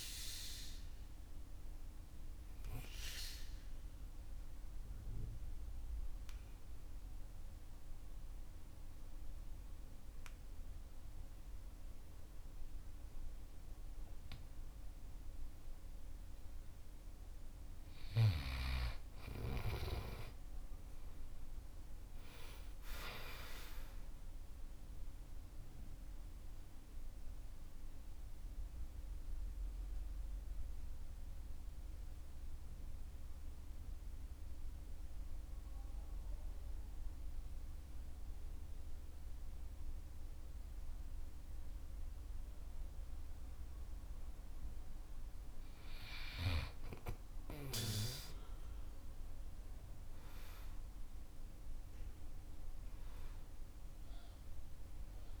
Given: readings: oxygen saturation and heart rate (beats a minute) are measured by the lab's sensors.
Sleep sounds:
breathing in sleep by a room microphone; 2
4.00-17.00 s: obstructive apnea (oxygen 97% before, 93% lowest, heart rate 56 before, 47 extreme, up 18 after)
15.50-21.50 s: oxygen desaturation (device-marked, oxygen 97% before, 93% lowest, heart rate 52 before, 47 extreme)
21.00-25.50 s: arousal
29.50-44.00 s: central apnea (oxygen 97% before, 93% lowest, heart rate 56 before, 47 extreme, up 18 after)
48.00-52.50 s: arousal
48.50-53.50 s: oxygen desaturation (device-marked, oxygen 97% before, 94% lowest, heart rate 51 before, 47 extreme)
From the record:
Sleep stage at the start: N2 (light sleep); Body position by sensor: on the back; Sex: male

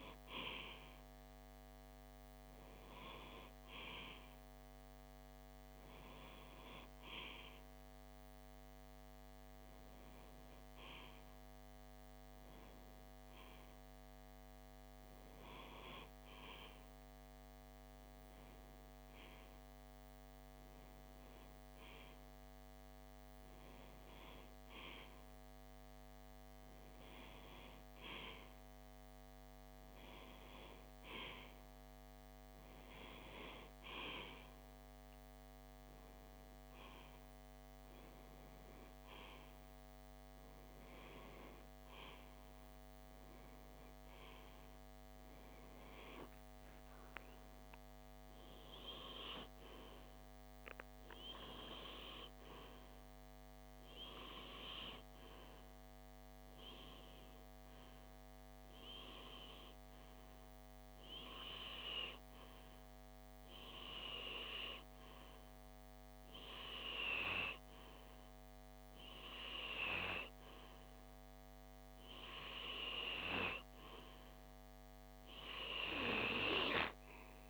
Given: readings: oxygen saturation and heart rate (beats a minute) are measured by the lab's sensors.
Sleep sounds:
breathing in sleep by a microphone on the trachea; 1
31.00-73.00 s: hypopnea (oxygen 96% before, 91% lowest)
35.50-53.50 s: oxygen desaturation (device-marked, oxygen 96% before, 93% lowest)
75.50-77.49 s: arousal
From the record:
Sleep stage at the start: REM sleep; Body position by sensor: on the left side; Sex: male

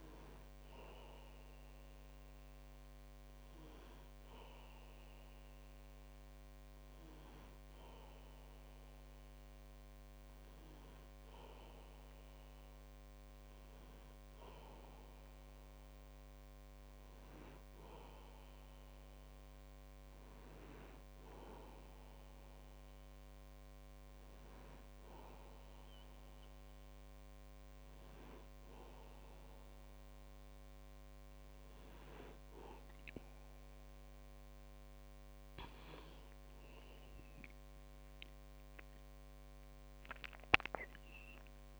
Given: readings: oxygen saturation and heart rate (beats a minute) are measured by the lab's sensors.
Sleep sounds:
breathing in sleep by a microphone on the trachea; none
none scored
From the record:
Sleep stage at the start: N2 (light sleep); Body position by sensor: on the back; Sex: male

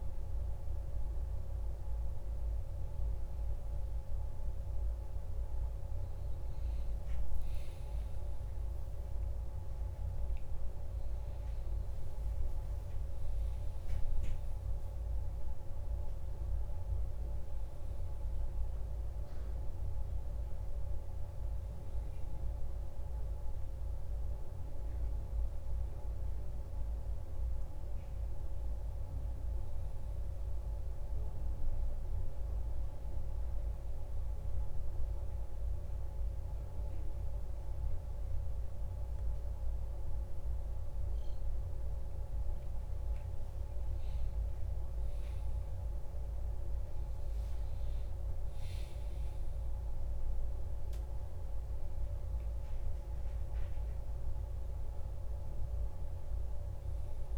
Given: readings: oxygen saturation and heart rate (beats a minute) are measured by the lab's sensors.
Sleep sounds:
breathing in sleep, hard to hear, by a room microphone; none
5.50-10.50 s: arousal
8.50-34.50 s: oxygen desaturation (device-marked, oxygen 97% before, 94% lowest, heart rate 56 before, 51 extreme)
48.00-52.00 s: arousal
From the record:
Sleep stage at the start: N2 (light sleep); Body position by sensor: on the back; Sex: male

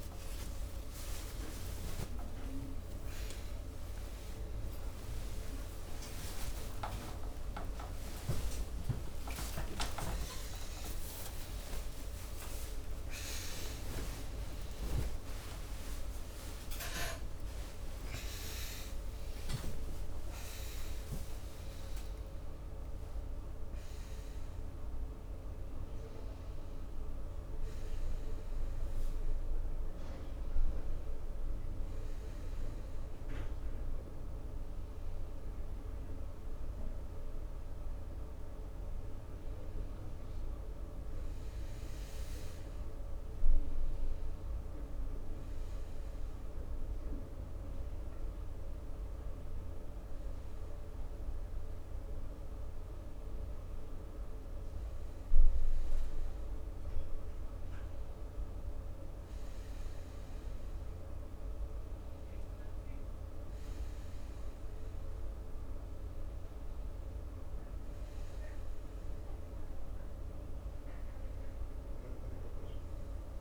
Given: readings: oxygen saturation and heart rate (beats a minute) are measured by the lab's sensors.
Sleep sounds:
a person partly awake in a sleep study, by a room microphone; none
0.50-30.50 s: new sleep stage, awake
14.50-20.50 s: oxygen desaturation (device-marked, oxygen 96% before, 93% lowest)
30.50-73.41 s: new sleep stage, N2 (light sleep)
From the record:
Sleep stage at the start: N1 (lightest sleep); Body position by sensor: on the front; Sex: male

